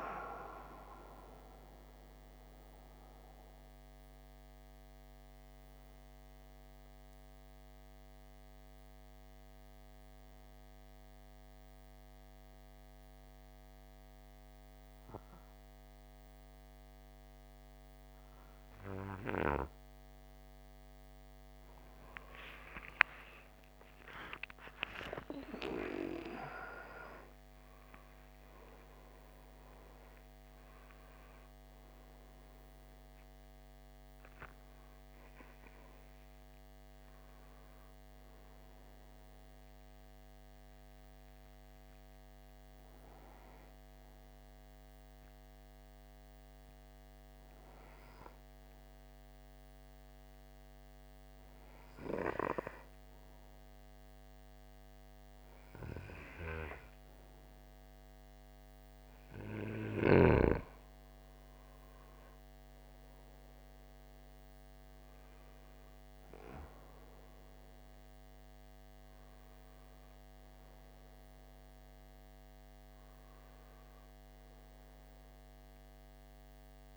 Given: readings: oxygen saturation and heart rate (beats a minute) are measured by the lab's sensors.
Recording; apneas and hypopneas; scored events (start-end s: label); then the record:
breathing in sleep by a microphone on the trachea; 2
0.50-20.50 s: obstructive apnea (oxygen 96% before, 91% lowest)
22.50-28.00 s: arousal
37.00-53.00 s: oxygen desaturation (device-marked, oxygen 97% before, 91% lowest)
47.50-61.50 s: hypopnea (oxygen 97% before, 91% lowest)
63.00-67.00 s: arousal
70.00-76.97 s: oxygen desaturation (device-marked, oxygen 96% before, 91% lowest)
From the record:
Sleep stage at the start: N2 (light sleep); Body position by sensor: on the right side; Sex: male